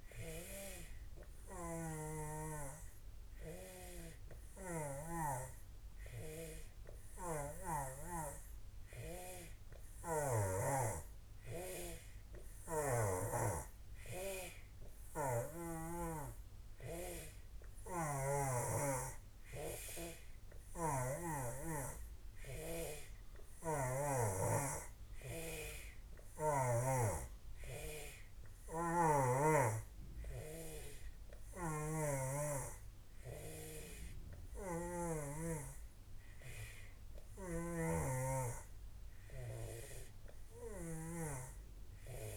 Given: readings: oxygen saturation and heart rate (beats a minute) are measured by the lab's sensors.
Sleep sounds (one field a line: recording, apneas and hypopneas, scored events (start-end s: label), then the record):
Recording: breathing in sleep by a room microphone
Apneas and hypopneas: none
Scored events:
0.00-5.00 s: snoring (device-marked)
7.00-10.50 s: snoring (device-marked)
15.00-18.50 s: snoring (device-marked)
20.50-24.00 s: snoring (device-marked)
28.50-41.00 s: snoring (device-marked)
From the record:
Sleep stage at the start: N3 (deep sleep)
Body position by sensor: on the back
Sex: male